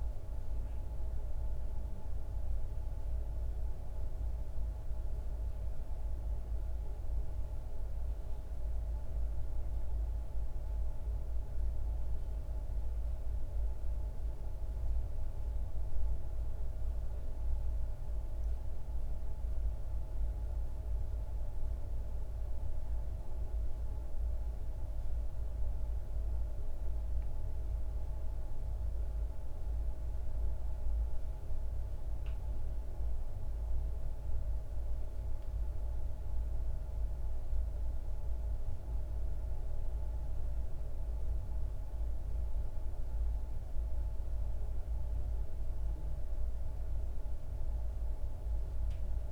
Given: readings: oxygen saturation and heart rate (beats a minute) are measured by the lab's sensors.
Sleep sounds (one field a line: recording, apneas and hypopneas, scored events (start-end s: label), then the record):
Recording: breathing in sleep, hard to hear, by a room microphone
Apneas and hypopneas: none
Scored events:
none scored
From the record:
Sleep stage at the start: N1 (lightest sleep)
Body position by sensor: on the back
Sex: male